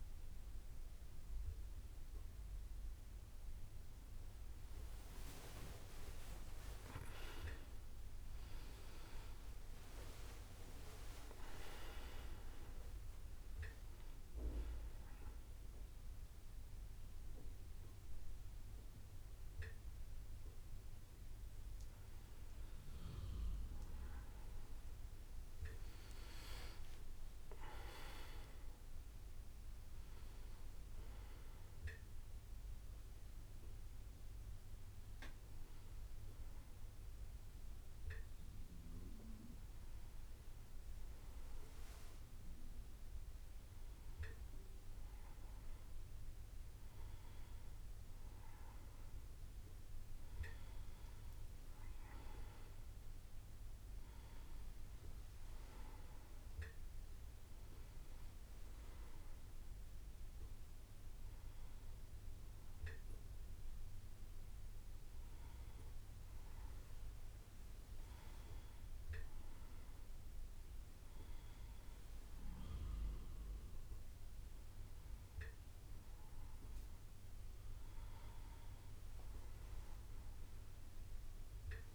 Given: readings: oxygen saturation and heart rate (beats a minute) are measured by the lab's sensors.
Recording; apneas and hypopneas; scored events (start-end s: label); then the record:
breathing in sleep by a room microphone; none
8.00-12.50 s: arousal
26.00-30.50 s: arousal
From the record:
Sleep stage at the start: N1 (lightest sleep); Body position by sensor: on the back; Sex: male